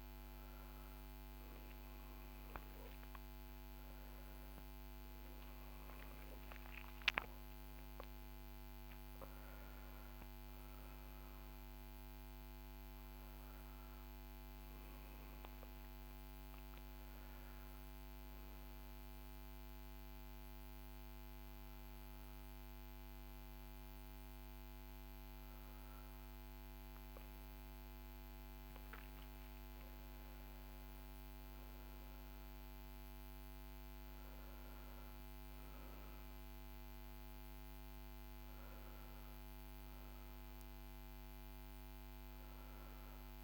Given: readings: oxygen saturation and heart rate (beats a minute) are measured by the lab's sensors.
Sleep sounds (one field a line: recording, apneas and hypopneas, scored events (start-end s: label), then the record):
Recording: a person awake in a sleep study, hard to hear, by a microphone on the trachea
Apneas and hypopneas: none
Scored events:
none scored
From the record:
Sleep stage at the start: awake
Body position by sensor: upright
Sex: male